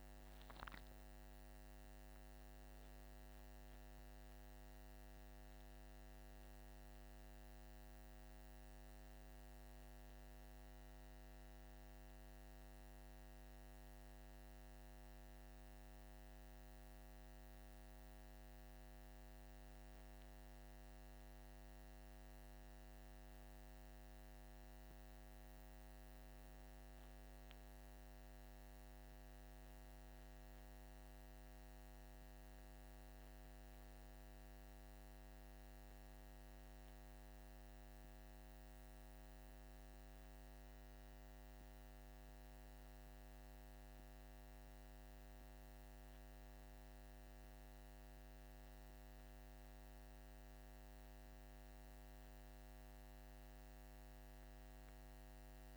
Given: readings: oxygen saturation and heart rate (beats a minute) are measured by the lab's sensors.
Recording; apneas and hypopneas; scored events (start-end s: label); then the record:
breathing in sleep, hard to hear, by a microphone on the trachea; none
none scored
From the record:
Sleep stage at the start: N1 (lightest sleep); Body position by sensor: on the back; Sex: male